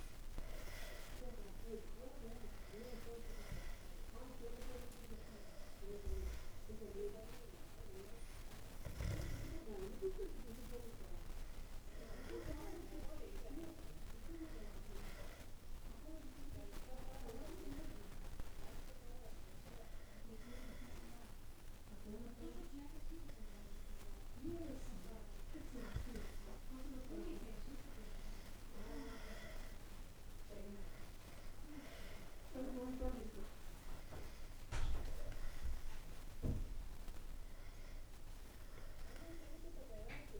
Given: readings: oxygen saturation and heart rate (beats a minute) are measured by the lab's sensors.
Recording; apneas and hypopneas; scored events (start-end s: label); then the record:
breathing in sleep by a room microphone; 1
9.00-12.50 s: arousal
16.00-27.00 s: hypopnea (oxygen 94% before, 92% lowest, heart rate 63 before, 61 extreme, up 0 after)
28.50-32.50 s: arousal
From the record:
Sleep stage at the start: N2 (light sleep); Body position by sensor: on the back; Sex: male